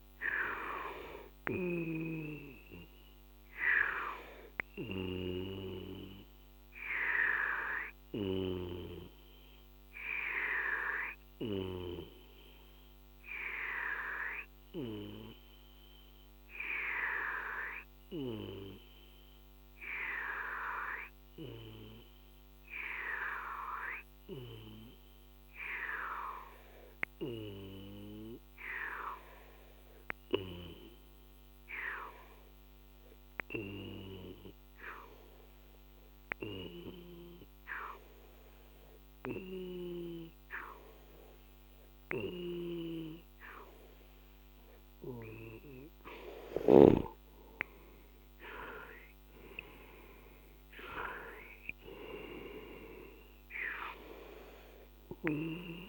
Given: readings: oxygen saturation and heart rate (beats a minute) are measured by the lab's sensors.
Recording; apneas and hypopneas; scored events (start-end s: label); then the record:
breathing in sleep by a microphone on the trachea; 1
0.00-2.00 s: snoring (device-marked)
2.00-45.00 s: obstructive apnea (oxygen 94% before, 92% lowest, heart rate 53 before, 42 extreme, up 11 after)
35.50-52.50 s: oxygen desaturation (device-marked, oxygen 97% before, 93% lowest, heart rate 46 before, 42 extreme)
48.50-52.50 s: arousal
From the record:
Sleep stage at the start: N2 (light sleep); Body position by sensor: on the left side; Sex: male